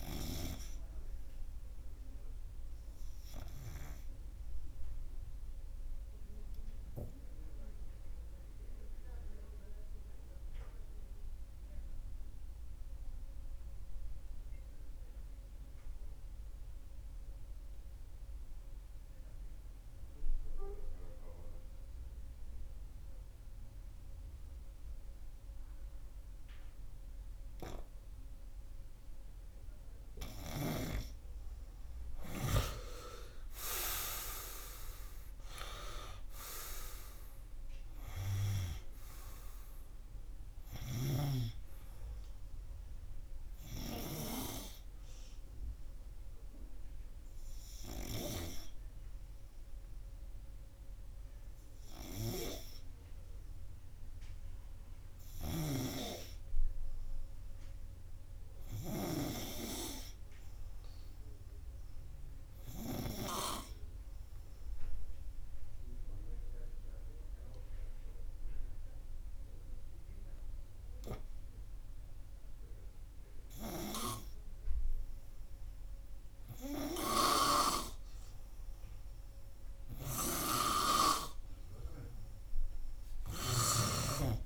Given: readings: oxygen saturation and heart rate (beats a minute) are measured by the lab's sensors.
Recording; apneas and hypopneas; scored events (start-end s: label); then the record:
breathing in sleep by a room microphone; 2
0.00-1.00 s: snoring (device-marked)
5.50-13.50 s: oxygen desaturation (device-marked, oxygen 95% before, 89% lowest, heart rate 89 before, 79 extreme)
8.00-29.50 s: obstructive apnea (oxygen 95% before, 86% lowest, heart rate 89 before, 79 extreme, up 10 after)
27.50-84.46 s: oxygen desaturation (device-marked, oxygen 99% before, 86% lowest, heart rate 82 before, 83 extreme)
29.50-84.46 s: new sleep stage, N2 (light sleep)
30.00-33.50 s: arousal
59.00-63.50 s: arousal
66.00-76.00 s: obstructive apnea (oxygen 96% before, 86% lowest, heart rate 86 before, 83 extreme, up 2 after)
79.00-83.00 s: arousal
From the record:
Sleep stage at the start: REM sleep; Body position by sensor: on the right side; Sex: male